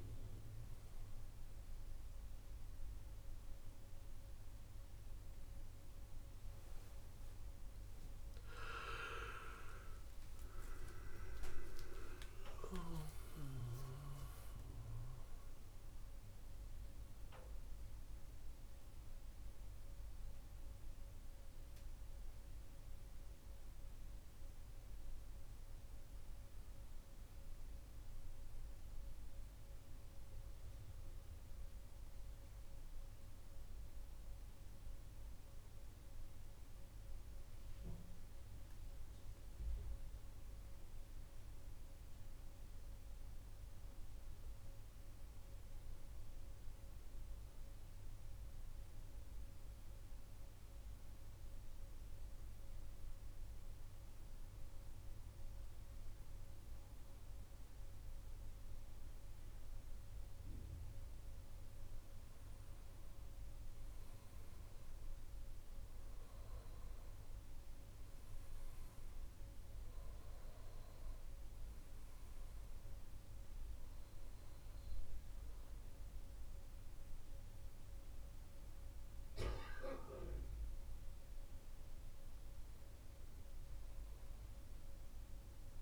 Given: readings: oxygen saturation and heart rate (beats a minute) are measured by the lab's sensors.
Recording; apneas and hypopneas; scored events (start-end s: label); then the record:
breathing in sleep by a room microphone; 2
22.00-39.00 s: central apnea (oxygen 98% before, 90% lowest, heart rate 71 before, 65 extreme, up 3 after)
26.50-85.82 s: new sleep stage, N2 (light sleep)
41.00-45.00 s: arousal
42.50-55.50 s: oxygen desaturation (device-marked, oxygen 99% before, 94% lowest, heart rate 66 before, 65 extreme)
49.50-61.00 s: central apnea (oxygen 99% before, 90% lowest, heart rate 67 before, 65 extreme, up 5 after)
62.50-66.00 s: arousal
64.50-84.50 s: oxygen desaturation (device-marked, oxygen 95% before, 90% lowest, heart rate 66 before, 65 extreme)
From the record:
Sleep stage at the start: N1 (lightest sleep); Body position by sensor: on the right side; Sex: male